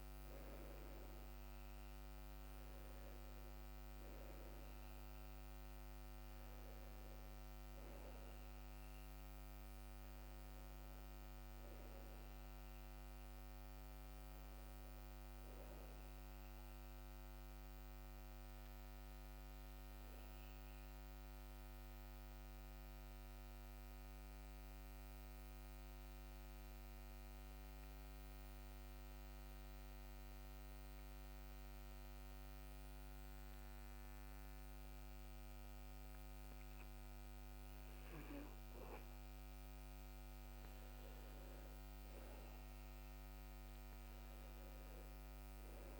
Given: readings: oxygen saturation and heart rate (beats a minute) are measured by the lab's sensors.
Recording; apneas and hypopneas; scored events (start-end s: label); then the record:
breathing in sleep, hard to hear, by a microphone on the trachea; 1
0.00-2.50 s: arousal
1.50-30.50 s: oxygen desaturation (device-marked, oxygen 97% before, 91% lowest, heart rate 65 before, 58 extreme)
21.50-38.50 s: mixed apnea (oxygen 97% before, 91% lowest, heart rate 68 before, 59 extreme, up 6 after)
42.50-46.00 s: arousal
From the record:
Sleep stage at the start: N2 (light sleep); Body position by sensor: on the back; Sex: male